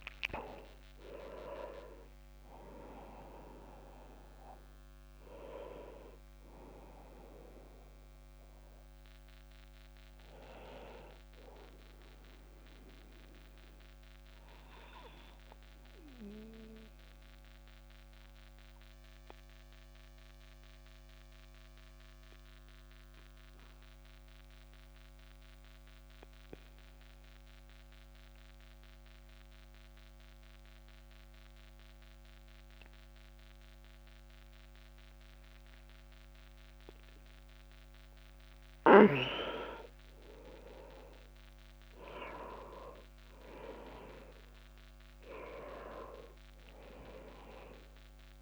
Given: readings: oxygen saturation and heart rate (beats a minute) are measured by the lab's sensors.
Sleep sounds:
breathing in sleep by a microphone on the trachea; 1
0.00-32.00 s: oxygen desaturation (device-marked, oxygen 88% lowest)
12.50-38.00 s: obstructive apnea (oxygen 99% before, 88% lowest)
40.50-44.50 s: arousal
47.00-48.42 s: oxygen desaturation (device-marked, oxygen 99% before, 93% lowest)
From the record:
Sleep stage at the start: N2 (light sleep); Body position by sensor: on the back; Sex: male

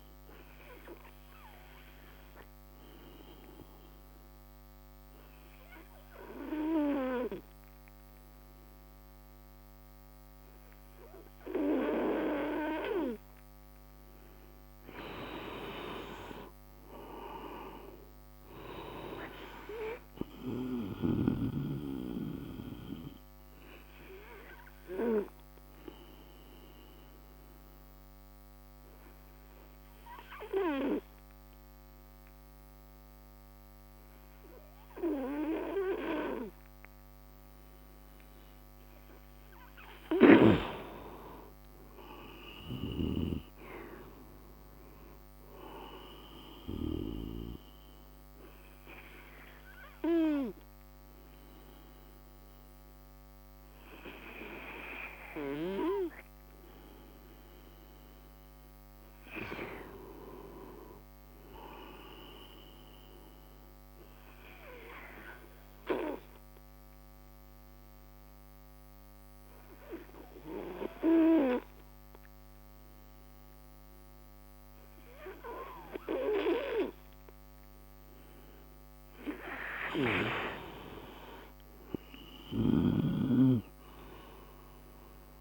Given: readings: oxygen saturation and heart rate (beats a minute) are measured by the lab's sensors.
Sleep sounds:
breathing in sleep by a microphone on the trachea; 4
0.00-14.50 s: oxygen desaturation (device-marked, oxygen 92% lowest, heart rate 39 extreme)
1.00-13.50 s: obstructive apnea (oxygen 97% before, 87% lowest, heart rate 65 before, 39 extreme, up 32 after)
16.00-19.00 s: arousal
19.50-36.50 s: oxygen desaturation (device-marked, oxygen 96% before, 88% lowest, heart rate 56 before, 57 extreme)
23.00-40.00 s: obstructive apnea (oxygen 96% before, 87% lowest, heart rate 54 before, 57 extreme, up 29 after)
42.00-44.50 s: arousal
44.50-64.50 s: oxygen desaturation (device-marked, oxygen 97% before, 87% lowest, heart rate 67 before, 49 extreme)
47.50-58.50 s: obstructive apnea (oxygen 97% before, 87% lowest, heart rate 70 before, 49 extreme, up 12 after)
59.50-62.50 s: arousal
64.50-78.50 s: obstructive apnea (oxygen 97% before, 89% lowest, heart rate 72 before, 52 extreme, up 29 after)
81.00-84.00 s: arousal
81.50-85.41 s: oxygen desaturation (device-marked, oxygen 96% before, 89% lowest, heart rate 64 before, 59 extreme)
From the record:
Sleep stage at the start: N2 (light sleep); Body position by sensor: on the right side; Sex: male

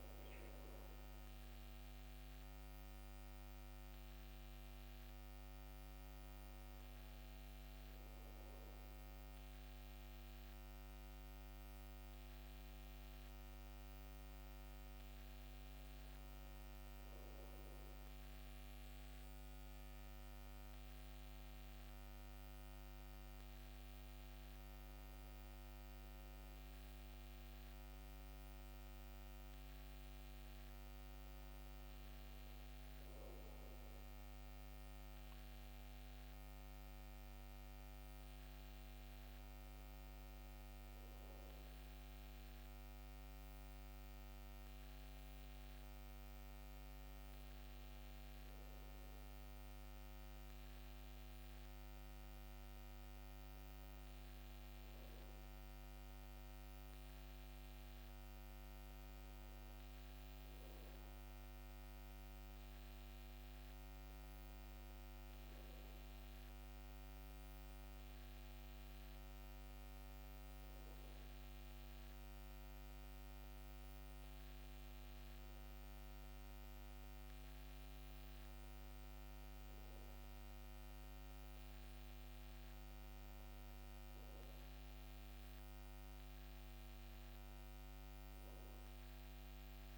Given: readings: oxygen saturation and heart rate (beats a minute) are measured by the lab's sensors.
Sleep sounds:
a person awake in a sleep study, hard to hear, by a microphone on the trachea; none
46.50-89.98 s: new sleep stage, N1 (lightest sleep)
From the record:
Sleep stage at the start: awake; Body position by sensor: on the back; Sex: male

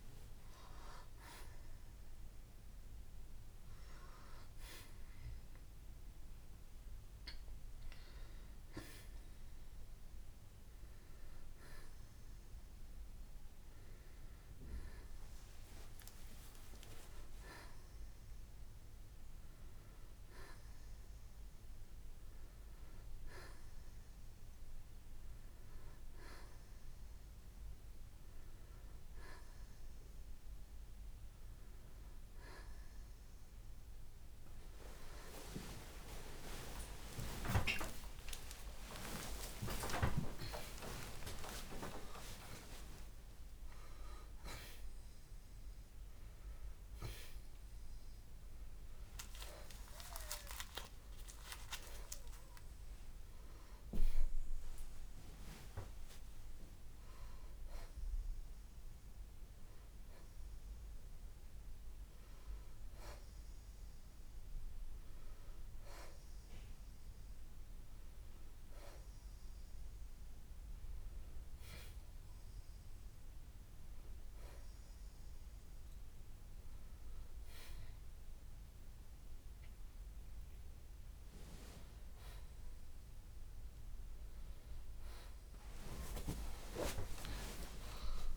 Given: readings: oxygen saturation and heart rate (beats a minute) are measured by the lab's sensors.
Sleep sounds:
breathing in sleep by a room microphone; none
3.00-20.00 s: oxygen desaturation (device-marked, oxygen 92% before, 89% lowest, heart rate 78 before, 70 extreme)
37.00-42.00 s: arousal
80.00-87.00 s: oxygen desaturation (device-marked, oxygen 91% before, 88% lowest, heart rate 78 before, 70 extreme)
87.00-88.37 s: arousal
From the record:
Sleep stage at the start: N1 (lightest sleep); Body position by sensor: on the back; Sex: male

